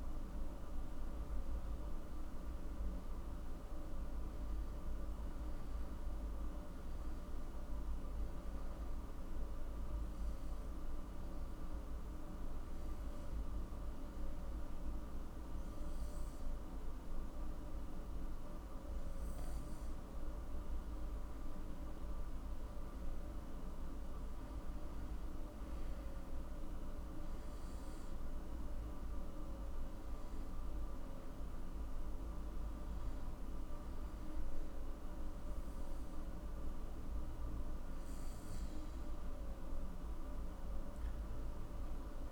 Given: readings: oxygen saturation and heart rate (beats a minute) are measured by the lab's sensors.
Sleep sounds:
breathing in sleep, hard to hear, by a room microphone; 1
9.00-20.50 s: obstructive apnea (oxygen 98% before, 93% lowest, heart rate 58 before, 52 extreme, up 9 after)
22.00-25.50 s: arousal
25.50-42.32 s: oxygen desaturation (device-marked, oxygen 97% before, 93% lowest, heart rate 55 before, 50 extreme)
From the record:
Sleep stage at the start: N2 (light sleep); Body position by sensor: on the back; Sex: male

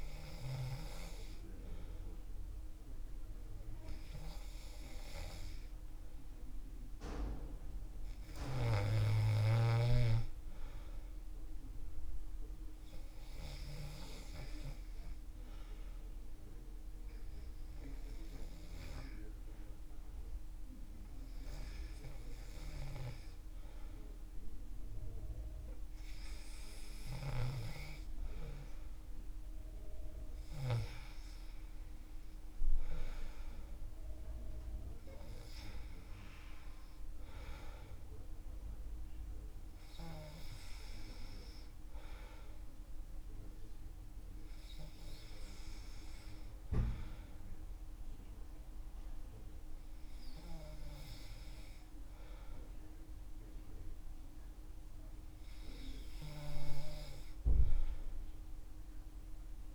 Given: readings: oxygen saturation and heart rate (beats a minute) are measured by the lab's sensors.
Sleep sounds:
breathing in sleep by a room microphone; none
none scored
From the record:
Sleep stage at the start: N2 (light sleep); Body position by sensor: on the back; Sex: male

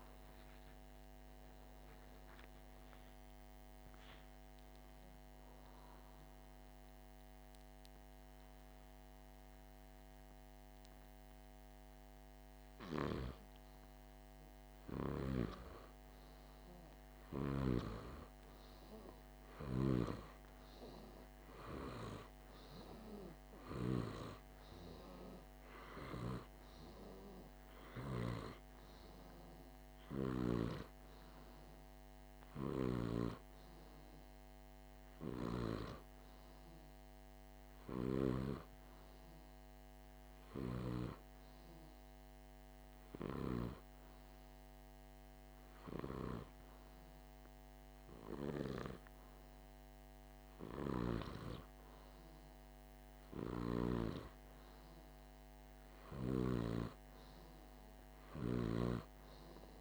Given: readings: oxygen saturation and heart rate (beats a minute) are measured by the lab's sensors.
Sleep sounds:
a person partly awake in a sleep study, by a microphone on the trachea; 1
0.00-14.00 s: oxygen desaturation (device-marked, oxygen 83% lowest, heart rate 45 extreme)
5.00-59.81 s: new sleep stage, N2 (light sleep)
32.00-35.00 s: arousal
40.00-50.50 s: hypopnea (oxygen 100% before, 96% lowest, heart rate 48 before, 47 extreme, up 2 after)
52.50-56.00 s: arousal
From the record:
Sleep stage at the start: awake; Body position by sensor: on the back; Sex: male

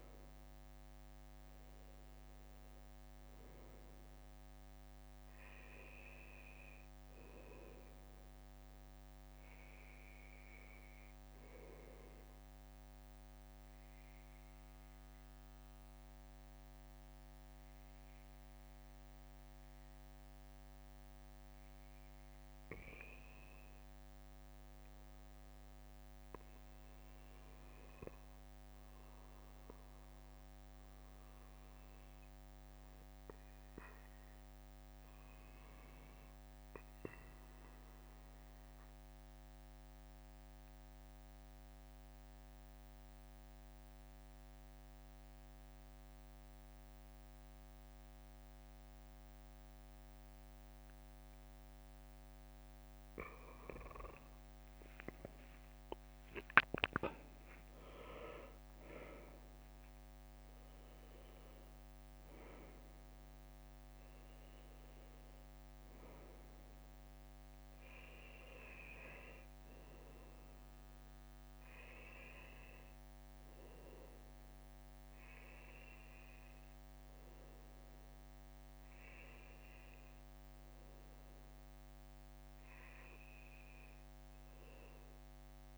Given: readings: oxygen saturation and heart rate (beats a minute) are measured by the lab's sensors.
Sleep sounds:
breathing in sleep by a microphone on the trachea; 1
22.50-26.00 s: arousal
28.50-52.00 s: obstructive apnea (oxygen 98% before, 94% lowest, heart rate 60 before, 60 extreme, up 5 after)
54.00-57.50 s: arousal
55.50-57.00 s: leg movement (device-marked)
From the record:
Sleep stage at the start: N2 (light sleep); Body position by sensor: on the back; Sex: male

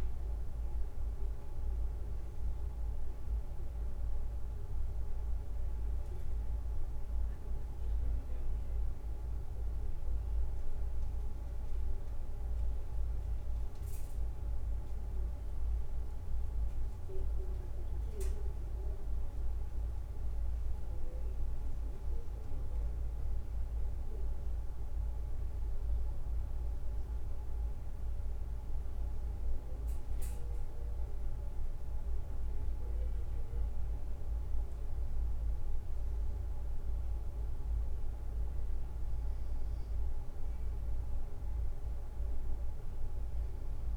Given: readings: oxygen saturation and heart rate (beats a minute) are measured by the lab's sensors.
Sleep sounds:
breathing in sleep, hard to hear, by a room microphone; none
42.00-43.97 s: new sleep stage, N2 (light sleep)
From the record:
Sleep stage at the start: N1 (lightest sleep); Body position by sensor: on the right side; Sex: male

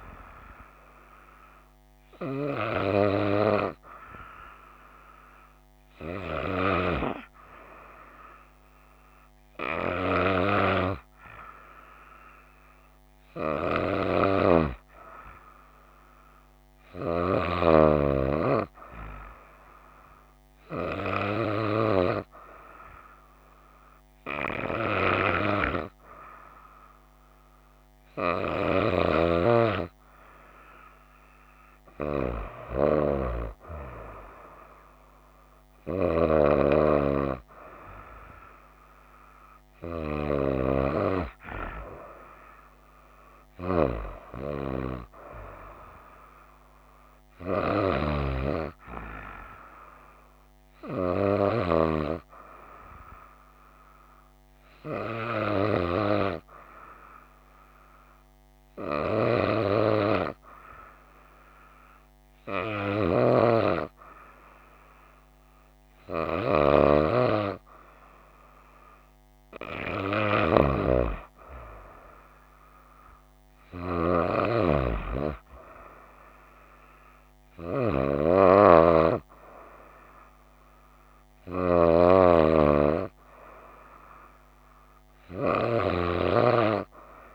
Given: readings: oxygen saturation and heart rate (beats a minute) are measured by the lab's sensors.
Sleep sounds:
breathing in sleep by a microphone on the trachea; none
none scored
From the record:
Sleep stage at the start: N2 (light sleep); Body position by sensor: on the right side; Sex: female

